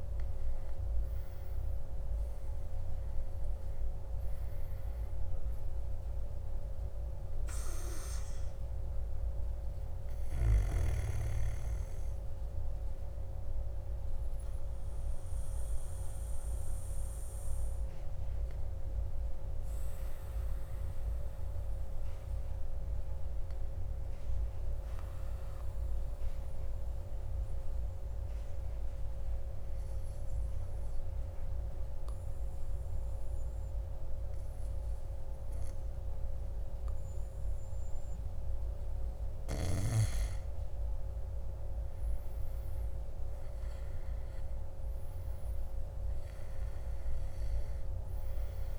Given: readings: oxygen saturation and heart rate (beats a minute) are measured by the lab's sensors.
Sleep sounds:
breathing in sleep, hard to hear, by a room microphone; 1
0.00-23.00 s: oxygen desaturation (device-marked, oxygen 95% lowest, heart rate 54 extreme)
17.00-40.00 s: obstructive apnea (oxygen 98% before, 95% lowest, heart rate 60 before, 54 extreme, up 6 after)
42.50-46.50 s: arousal
From the record:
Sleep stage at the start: N2 (light sleep); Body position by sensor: on the back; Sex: male

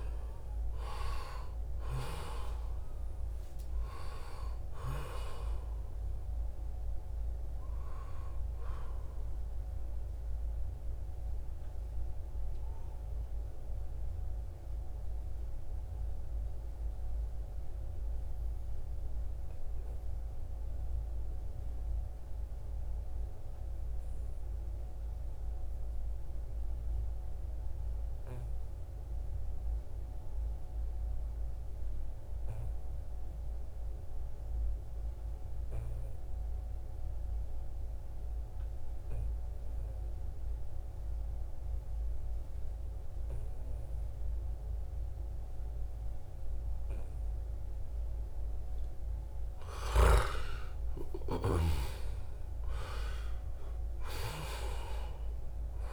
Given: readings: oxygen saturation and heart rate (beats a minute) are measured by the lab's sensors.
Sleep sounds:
breathing in sleep by a room microphone; 1
0.00-24.50 s: oxygen desaturation (device-marked, oxygen 85% lowest, heart rate 61 extreme)
13.50-46.50 s: obstructive apnea (oxygen 94% before, 84% lowest, heart rate 74 before, 61 extreme, up 9 after)
41.50-55.93 s: oxygen desaturation (device-marked, oxygen 97% before, 84% lowest, heart rate 67 before, 62 extreme)
48.50-53.00 s: arousal
From the record:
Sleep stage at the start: N2 (light sleep); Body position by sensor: on the back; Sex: male

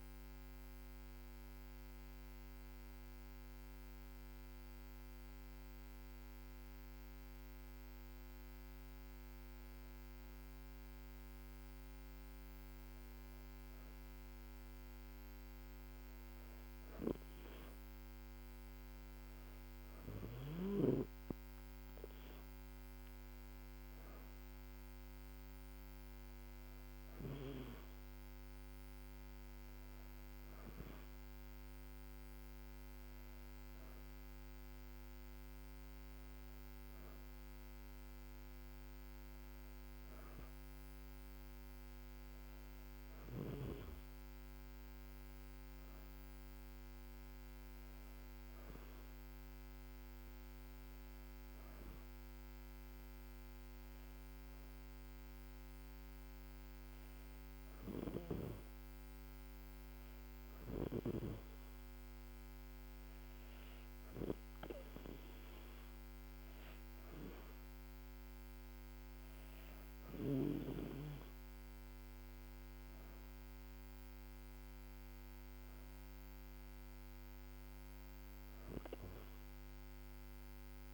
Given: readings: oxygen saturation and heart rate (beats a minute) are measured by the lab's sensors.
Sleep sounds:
breathing in sleep by a microphone on the trachea; 1
0.50-11.00 s: hypopnea (oxygen 96% before, 94% lowest, heart rate 80 before, 76 extreme, up 4 after)
13.50-18.50 s: arousal
65.00-69.50 s: arousal
From the record:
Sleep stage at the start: N2 (light sleep); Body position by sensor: on the back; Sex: female

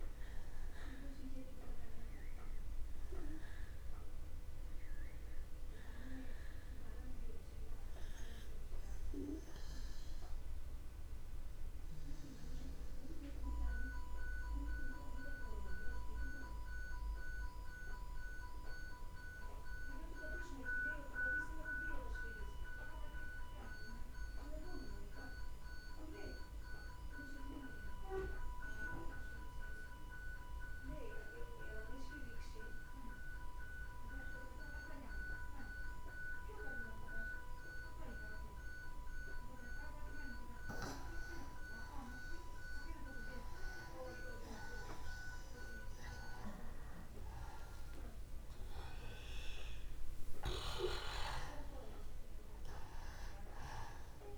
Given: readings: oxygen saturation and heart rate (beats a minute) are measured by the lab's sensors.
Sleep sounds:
a person partly awake in a sleep study, by a room microphone; 1
0.00-20.00 s: oxygen desaturation (device-marked, oxygen 86% lowest, heart rate 54 extreme)
8.00-54.38 s: new sleep stage, N2 (light sleep)
13.50-40.50 s: mixed apnea (oxygen 96% before, 86% lowest, heart rate 62 before, 63 extreme, up 0 after)
42.00-45.50 s: arousal
46.00-54.38 s: oxygen desaturation (device-marked, oxygen 98% before, 86% lowest, heart rate 65 before, 62 extreme)
From the record:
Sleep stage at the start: awake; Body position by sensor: on the back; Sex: male

